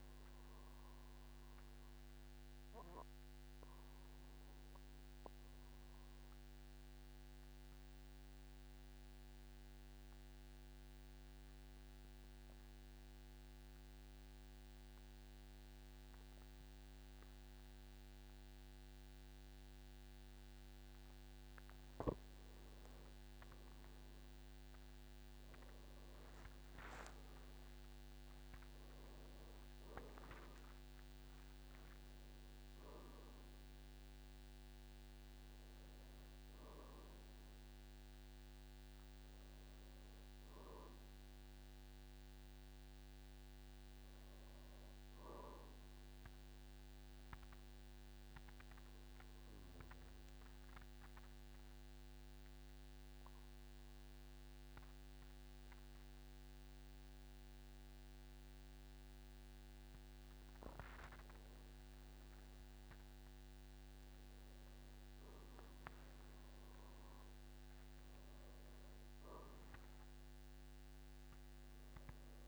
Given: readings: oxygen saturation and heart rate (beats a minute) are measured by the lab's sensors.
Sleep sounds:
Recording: breathing in sleep, hard to hear, by a microphone on the trachea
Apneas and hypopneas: 2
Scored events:
0.00-13.00 s: oxygen desaturation (device-marked, oxygen 95% lowest, heart rate 48 extreme)
0.50-20.00 s: mixed apnea (oxygen 99% before, 92% lowest, heart rate 57 before, 48 extreme, up 12 after)
23.00-26.50 s: arousal
26.00-55.00 s: oxygen desaturation (device-marked, oxygen 98% before, 92% lowest, heart rate 52 before, 48 extreme)
46.00-59.50 s: obstructive apnea (oxygen 98% before, 93% lowest, heart rate 60 before, 48 extreme, up 12 after)
66.00-72.48 s: new sleep stage, awake
68.00-72.48 s: oxygen desaturation (device-marked, oxygen 99% before, 95% lowest, heart rate 52 before, 52 extreme)
From the record:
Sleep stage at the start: N2 (light sleep)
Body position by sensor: on the back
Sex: male

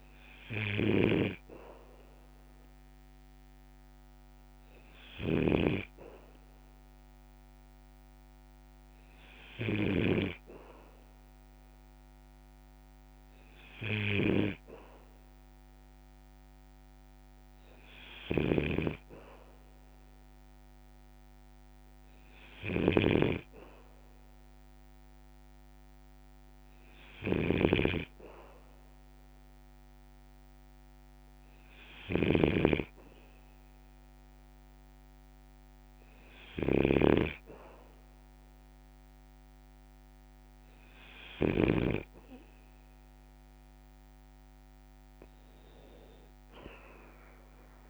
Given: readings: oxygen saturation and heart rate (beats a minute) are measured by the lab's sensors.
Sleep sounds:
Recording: breathing in sleep by a microphone on the trachea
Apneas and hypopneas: none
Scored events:
0.00-41.50 s: snoring (device-marked)
From the record:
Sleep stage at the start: N2 (light sleep)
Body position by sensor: on the back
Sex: male

